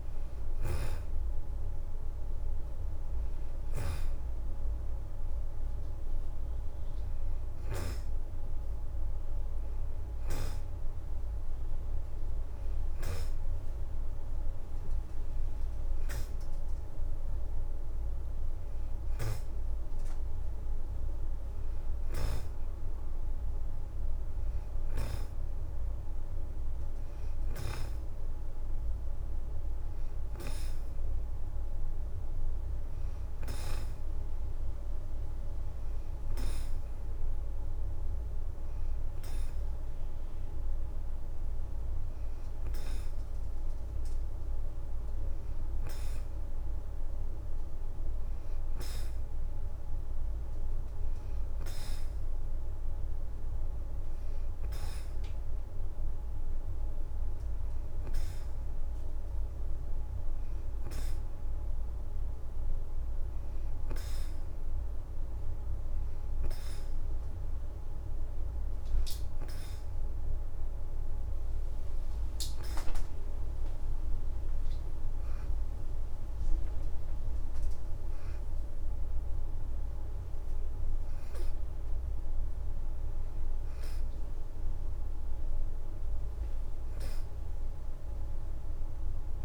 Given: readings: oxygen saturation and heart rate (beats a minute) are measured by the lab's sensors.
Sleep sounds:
breathing in sleep by a room microphone; none
4.00-6.50 s: leg movement (device-marked)
12.00-89.45 s: new sleep stage, N2 (light sleep)
29.00-31.50 s: leg movement (device-marked)
32.50-33.50 s: leg movement (device-marked)
34.50-37.00 s: leg movement (device-marked)
72.50-78.00 s: arousal
From the record:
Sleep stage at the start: N1 (lightest sleep); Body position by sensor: on the right side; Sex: female

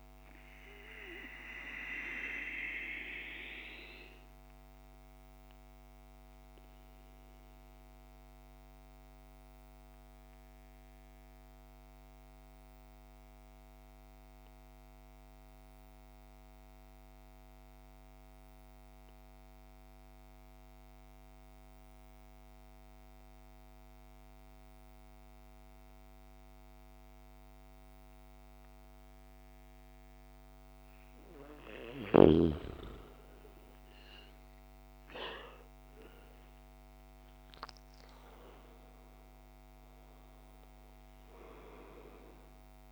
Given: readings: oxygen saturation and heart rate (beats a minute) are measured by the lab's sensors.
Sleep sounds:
breathing in sleep by a microphone on the trachea; 1
0.00-25.00 s: oxygen desaturation (device-marked, oxygen 88% lowest, heart rate 52 extreme)
1.00-30.50 s: obstructive apnea (oxygen 98% before, 83% lowest, heart rate 55 before, 50 extreme, up 18 after)
27.00-42.92 s: oxygen desaturation (device-marked, oxygen 99% before, 83% lowest, heart rate 53 before, 50 extreme)
33.00-38.00 s: arousal
From the record:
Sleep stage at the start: N2 (light sleep); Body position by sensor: on the back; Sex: male

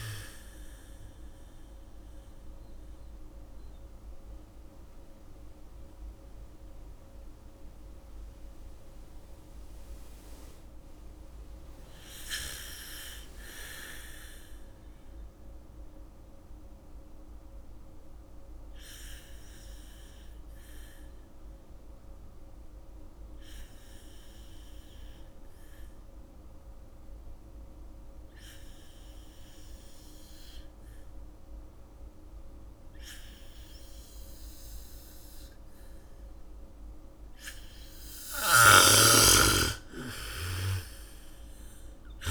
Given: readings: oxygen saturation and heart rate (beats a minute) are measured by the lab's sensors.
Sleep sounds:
breathing in sleep by a room microphone; 1
0.00-17.50 s: oxygen desaturation (device-marked, oxygen 81% lowest, heart rate 42 extreme)
2.50-35.50 s: mixed apnea (oxygen 99% before, 81% lowest, heart rate 58 before, 43 extreme, up 3 after)
34.50-42.31 s: oxygen desaturation (device-marked, oxygen 98% before, 83% lowest)
37.50-42.31 s: bradycardia (device-marked, heart rate 71 before, 49 extreme)
38.50-42.31 s: arousal
38.50-42.31 s: snoring (device-marked)
From the record:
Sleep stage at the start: N2 (light sleep); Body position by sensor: on the back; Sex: female

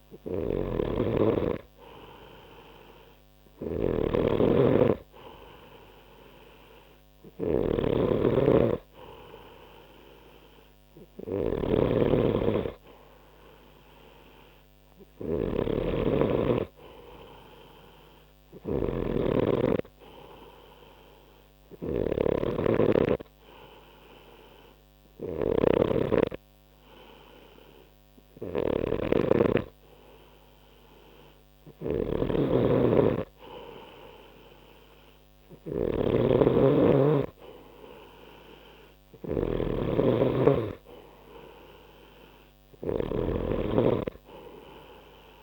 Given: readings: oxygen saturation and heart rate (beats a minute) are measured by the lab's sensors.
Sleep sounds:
breathing in sleep by a microphone on the trachea; 1
0.00-45.43 s: snoring (device-marked)
21.50-32.50 s: hypopnea (oxygen 93% before, 91% lowest, heart rate 63 before, 54 extreme)
38.50-42.50 s: arousal
From the record:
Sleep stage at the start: N2 (light sleep); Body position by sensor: on the right side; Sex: male

